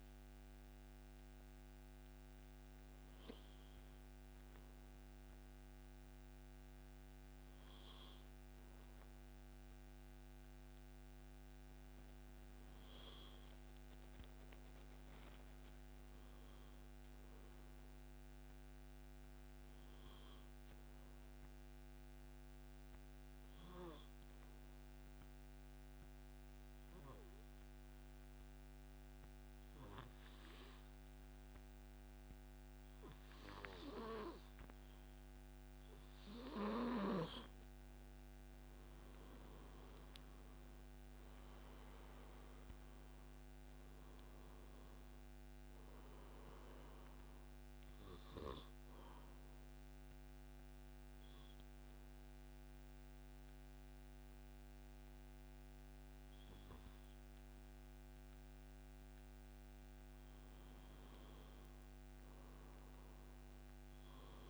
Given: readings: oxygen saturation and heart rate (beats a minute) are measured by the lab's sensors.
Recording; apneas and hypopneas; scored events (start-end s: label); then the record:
breathing in sleep by a microphone on the trachea; 2
15.50-21.00 s: arousal
23.50-37.00 s: obstructive apnea (oxygen 98% before, 89% lowest, heart rate 82 before, 30 extreme)
39.00-43.50 s: arousal
40.50-64.50 s: oxygen desaturation (device-marked, oxygen 97% before, 89% lowest)
49.00-60.00 s: obstructive apnea (oxygen 98% before, 89% lowest)
61.00-64.50 s: arousal
From the record:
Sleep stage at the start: N2 (light sleep); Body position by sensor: on the back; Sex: male